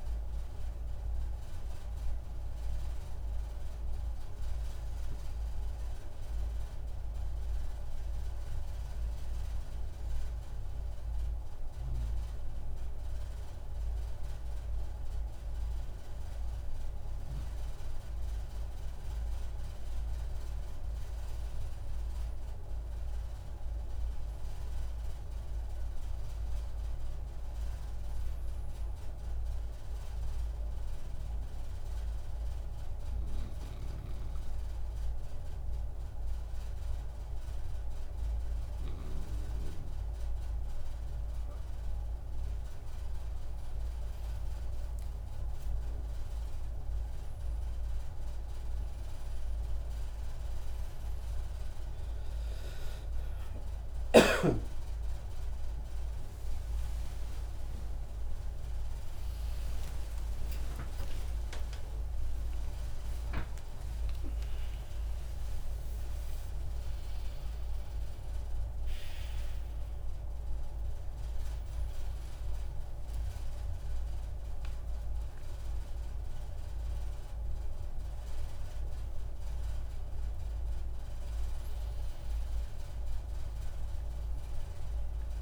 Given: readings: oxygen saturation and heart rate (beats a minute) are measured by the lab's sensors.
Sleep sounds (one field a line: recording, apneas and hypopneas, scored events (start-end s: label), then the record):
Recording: a person partly awake in a sleep study, hard to hear, by a room microphone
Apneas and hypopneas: 1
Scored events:
25.00-28.00 s: arousal
30.00-42.50 s: obstructive apnea (oxygen 97% before, 95% lowest)
54.50-85.42 s: new sleep stage, awake
From the record:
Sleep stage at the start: N2 (light sleep)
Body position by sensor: on the right side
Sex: male